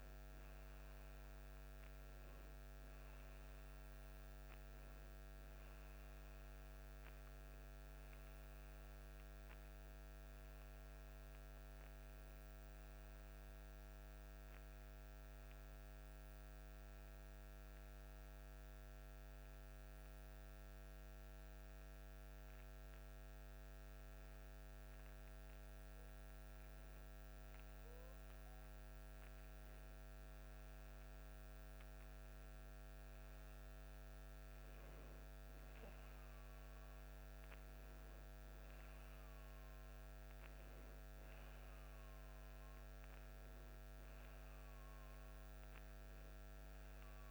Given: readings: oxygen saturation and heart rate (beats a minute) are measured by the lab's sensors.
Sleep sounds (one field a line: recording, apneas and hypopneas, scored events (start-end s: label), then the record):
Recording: breathing in sleep, hard to hear, by a microphone on the trachea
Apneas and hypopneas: 1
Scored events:
15.00-26.00 s: hypopnea (oxygen 92% before, 90% lowest, heart rate 51 before, 48 extreme, up 4 after)
28.50-31.50 s: arousal
From the record:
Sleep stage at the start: N2 (light sleep)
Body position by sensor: on the back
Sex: male